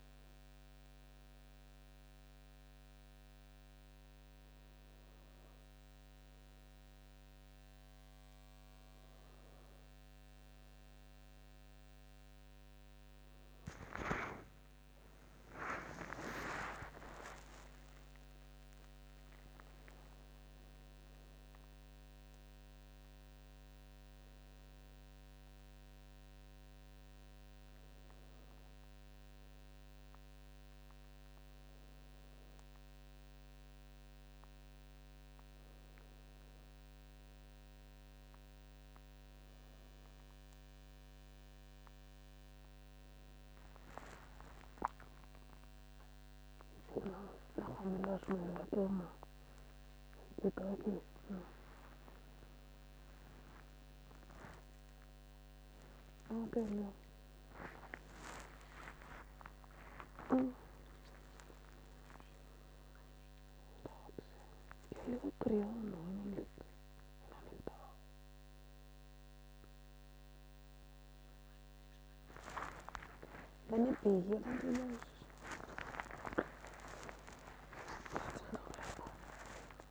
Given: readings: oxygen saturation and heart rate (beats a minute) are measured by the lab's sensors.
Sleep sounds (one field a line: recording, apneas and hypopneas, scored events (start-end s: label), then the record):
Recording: a person awake in a sleep study, by a microphone on the trachea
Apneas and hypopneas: none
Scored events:
0.00-2.50 s: bradycardia (device-marked, heart rate 58 extreme)
6.00-8.00 s: long interval between heartbeats (device-marked, heart rate 82 before, 67 extreme)
8.50-10.50 s: bradycardia (device-marked, heart rate 71 before, 68 extreme)
13.50-15.50 s: long interval between heartbeats (device-marked, heart rate 70 before, 65 extreme)
16.00-18.00 s: long interval between heartbeats (device-marked, heart rate 67 before, 98 extreme)
18.00-20.00 s: long interval between heartbeats (device-marked, heart rate 69 before, 148 extreme)
23.00-25.00 s: long interval between heartbeats (device-marked, heart rate 95 before, 127 extreme)
25.50-37.50 s: bradycardia (device-marked, heart rate 72 before, 57 extreme)
41.50-43.50 s: long interval between heartbeats (device-marked, heart rate 77 before, 68 extreme)
45.50-47.50 s: long interval between heartbeats (device-marked, heart rate 63 before, 90 extreme)
48.00-50.00 s: long interval between heartbeats (device-marked, heart rate 65 before, 102 extreme)
52.00-54.00 s: long interval between heartbeats (device-marked, heart rate 73 before, 100 extreme)
56.00-58.00 s: long interval between heartbeats (device-marked, heart rate 81 before, 96 extreme)
59.50-61.50 s: long interval between heartbeats (device-marked, heart rate 92 before, 140 extreme)
63.50-69.50 s: bradycardia (device-marked, heart rate 74 before, 53 extreme)
64.50-66.50 s: long interval between heartbeats (device-marked, heart rate 109 before, 112 extreme)
71.00-73.00 s: long interval between heartbeats (device-marked, heart rate 102 before, 52 extreme)
73.50-75.50 s: long interval between heartbeats (device-marked, heart rate 97 before, 98 extreme)
75.50-77.50 s: long interval between heartbeats (device-marked, heart rate 99 before, 136 extreme)
78.00-79.91 s: long interval between heartbeats (device-marked, heart rate 103 before, 166 extreme)
From the record:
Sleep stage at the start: awake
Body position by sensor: on the back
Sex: female